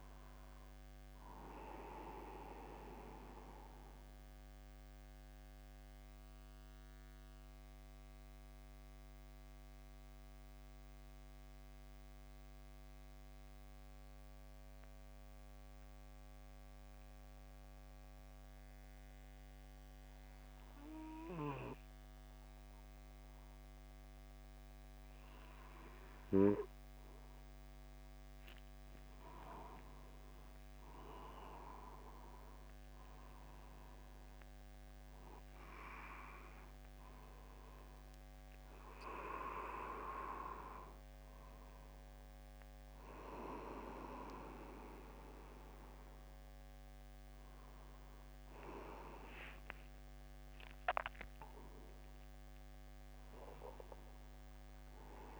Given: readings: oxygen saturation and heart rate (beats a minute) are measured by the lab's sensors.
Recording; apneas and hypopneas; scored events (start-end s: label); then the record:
breathing in sleep by a microphone on the trachea; 1
1.50-55.40 s: new sleep stage, N2 (light sleep)
2.50-28.50 s: mixed apnea (oxygen 97% before, 93% lowest, heart rate 51 before, 50 extreme, up 1 after)
32.00-36.00 s: arousal
49.50-51.50 s: long interval between heartbeats (device-marked, heart rate 51 before, 59 extreme)
From the record:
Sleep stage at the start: N1 (lightest sleep); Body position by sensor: upright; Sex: male